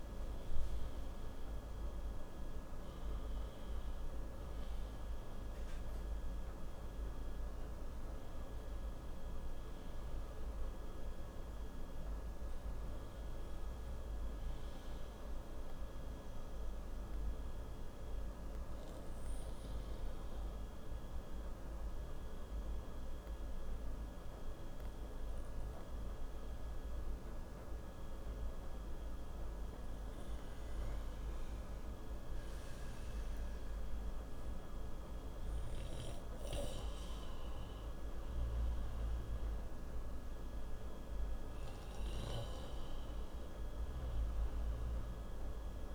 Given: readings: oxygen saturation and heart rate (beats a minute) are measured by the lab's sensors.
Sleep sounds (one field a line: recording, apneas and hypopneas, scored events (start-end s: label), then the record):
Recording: breathing in sleep, hard to hear, by a room microphone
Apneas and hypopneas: 1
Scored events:
0.00-6.00 s: oxygen desaturation (device-marked, oxygen 94% lowest, heart rate 57 extreme)
11.00-45.95 s: new sleep stage, N2 (light sleep)
14.00-31.00 s: obstructive apnea (oxygen 97% before, 88% lowest, heart rate 89 before, 57 extreme, up 7 after)
34.50-37.50 s: arousal
37.00-45.95 s: oxygen desaturation (device-marked, oxygen 95% before, 91% lowest, heart rate 60 before, 62 extreme)
From the record:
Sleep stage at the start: N1 (lightest sleep)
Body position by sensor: on the right side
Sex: male